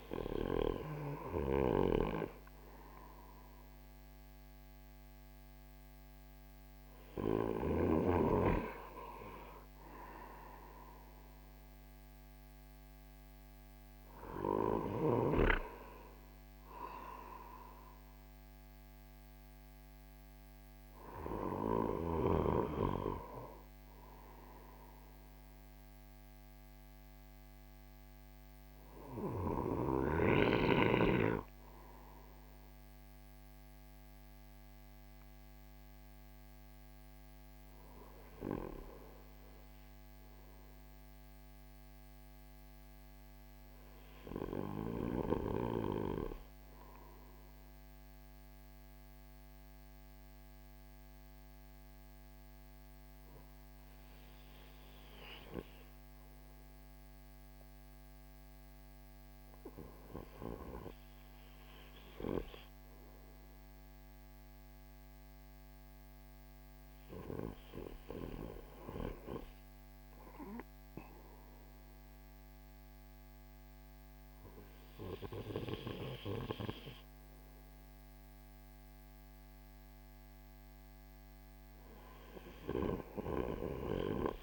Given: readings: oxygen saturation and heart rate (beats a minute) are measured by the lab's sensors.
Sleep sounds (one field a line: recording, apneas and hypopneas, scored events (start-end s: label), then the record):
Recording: breathing in sleep by a microphone on the trachea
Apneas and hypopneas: none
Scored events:
0.50-7.00 s: snoring (device-marked)
From the record:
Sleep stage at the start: N2 (light sleep)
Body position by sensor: on the right side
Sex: male